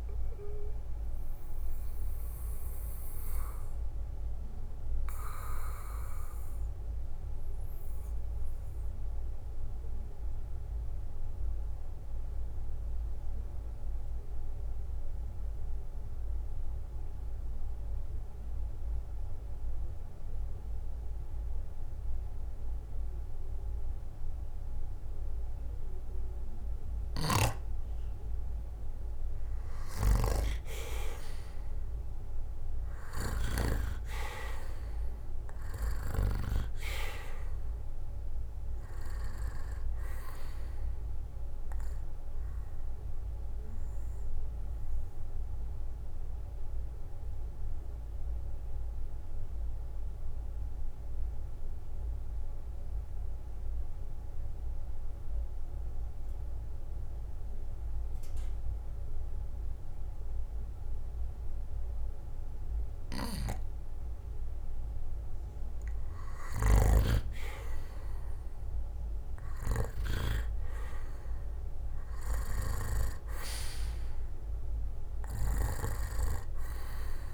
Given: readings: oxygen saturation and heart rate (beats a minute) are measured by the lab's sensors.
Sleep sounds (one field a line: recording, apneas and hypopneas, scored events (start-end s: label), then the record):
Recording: breathing in sleep by a room microphone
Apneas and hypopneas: 2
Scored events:
0.00-5.00 s: drop in pulse transit time (device-marked, heart rate 63 extreme)
0.00-13.00 s: oxygen desaturation (device-marked, oxygen 88% lowest, heart rate 53 extreme)
3.00-29.00 s: mixed apnea (oxygen 98% before, 88% lowest, heart rate 67 before, 53 extreme, up 10 after)
26.00-54.00 s: oxygen desaturation (device-marked, oxygen 97% before, 89% lowest, heart rate 57 before, 55 extreme)
31.50-34.50 s: arousal
45.00-65.00 s: mixed apnea (oxygen 97% before, 89% lowest, heart rate 66 before, 55 extreme, up 13 after)
69.00-73.00 s: arousal
69.00-77.34 s: oxygen desaturation (device-marked, oxygen 98% before, 90% lowest, heart rate 59 before, 56 extreme)
From the record:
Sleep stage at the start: N2 (light sleep)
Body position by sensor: on the back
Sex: male